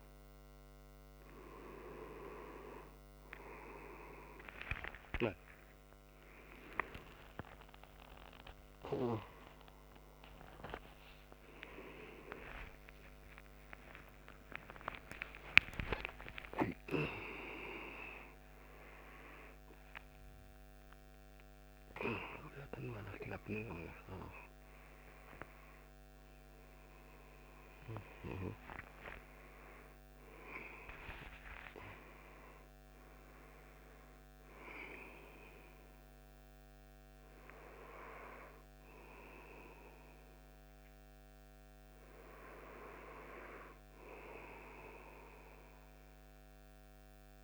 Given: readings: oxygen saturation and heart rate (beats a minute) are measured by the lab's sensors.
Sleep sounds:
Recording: a person awake in a sleep study, by a microphone on the trachea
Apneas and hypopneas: none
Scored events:
41.00-47.44 s: new sleep stage, N2 (light sleep)
From the record:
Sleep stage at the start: awake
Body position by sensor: on the back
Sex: male

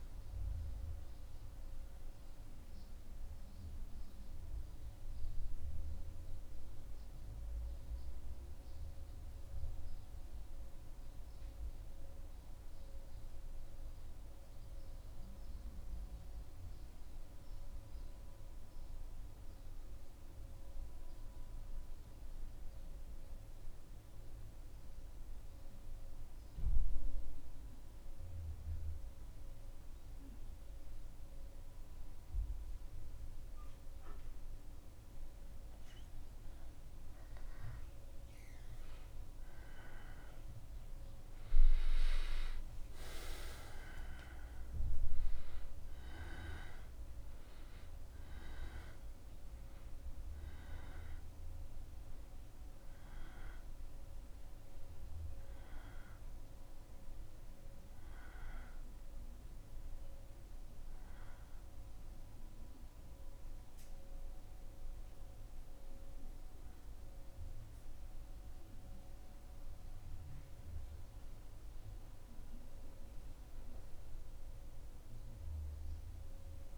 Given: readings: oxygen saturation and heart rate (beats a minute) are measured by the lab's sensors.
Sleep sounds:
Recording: breathing in sleep by a room microphone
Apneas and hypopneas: 1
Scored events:
8.00-33.00 s: central apnea (oxygen 97% before, 95% lowest, heart rate 76 before, 73 extreme, up 0 after)
37.00-41.50 s: arousal
66.50-71.50 s: arousal
From the record:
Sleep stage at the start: N2 (light sleep)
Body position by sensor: on the back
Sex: male

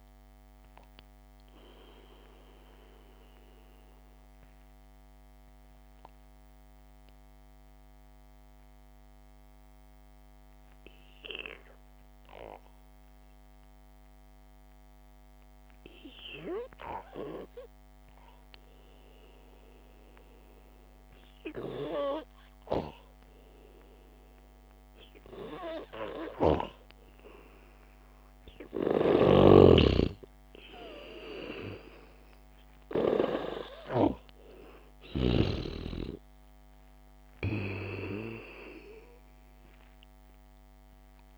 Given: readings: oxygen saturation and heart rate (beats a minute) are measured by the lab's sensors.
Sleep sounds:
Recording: breathing in sleep by a microphone on the trachea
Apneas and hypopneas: 1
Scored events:
4.00-19.50 s: obstructive apnea (oxygen 98% before, 92% lowest, heart rate 58 before, 52 extreme)
21.50-26.00 s: arousal
29.00-34.50 s: snoring (device-marked)
From the record:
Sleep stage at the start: N2 (light sleep)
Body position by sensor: on the back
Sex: male

